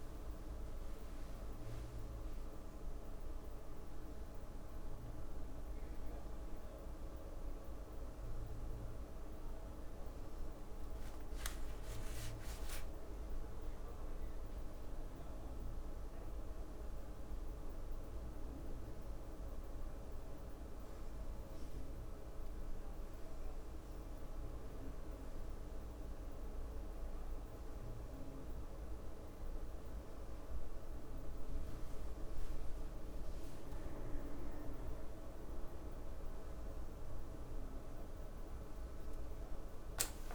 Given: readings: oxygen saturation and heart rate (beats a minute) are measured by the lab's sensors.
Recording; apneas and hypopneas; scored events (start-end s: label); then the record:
breathing in sleep, hard to hear, by a room microphone; none
0.00-5.00 s: leg movement (device-marked)
25.00-26.00 s: leg movement (device-marked)
31.50-35.00 s: leg movement (device-marked)
32.50-40.34 s: new sleep stage, N2 (light sleep)
33.00-37.00 s: arousal
From the record:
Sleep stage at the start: N1 (lightest sleep); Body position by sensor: on the back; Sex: female